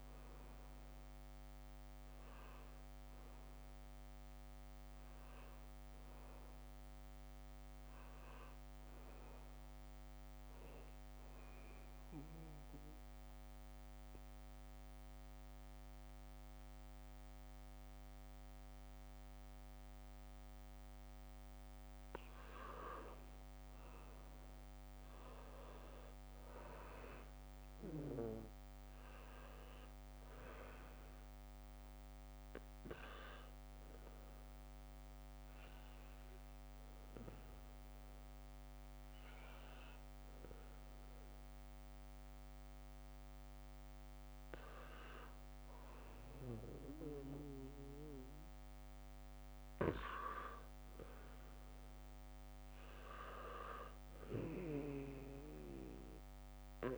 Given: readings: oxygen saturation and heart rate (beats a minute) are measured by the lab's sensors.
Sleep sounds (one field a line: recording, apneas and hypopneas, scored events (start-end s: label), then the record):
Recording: breathing in sleep by a microphone on the trachea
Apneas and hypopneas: 2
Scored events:
0.00-11.00 s: oxygen desaturation (device-marked, oxygen 85% lowest, heart rate 73 extreme)
10.50-23.00 s: mixed apnea (oxygen 97% before, 87% lowest, heart rate 78 before, 73 extreme, up 0 after)
19.00-29.50 s: leg movement (device-marked)
25.00-28.50 s: arousal
28.00-40.00 s: oxygen desaturation (device-marked, oxygen 97% before, 87% lowest, heart rate 79 before, 77 extreme)
33.50-45.50 s: obstructive apnea (oxygen 97% before, 86% lowest, heart rate 77 before, 77 extreme, up 0 after)
34.00-41.50 s: leg movement (device-marked)
47.50-51.50 s: arousal
49.00-56.98 s: oxygen desaturation (device-marked, oxygen 96% before, 91% lowest, heart rate 77 before, 76 extreme)
51.00-55.50 s: leg movement (device-marked)
From the record:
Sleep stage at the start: N2 (light sleep)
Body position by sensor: on the back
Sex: male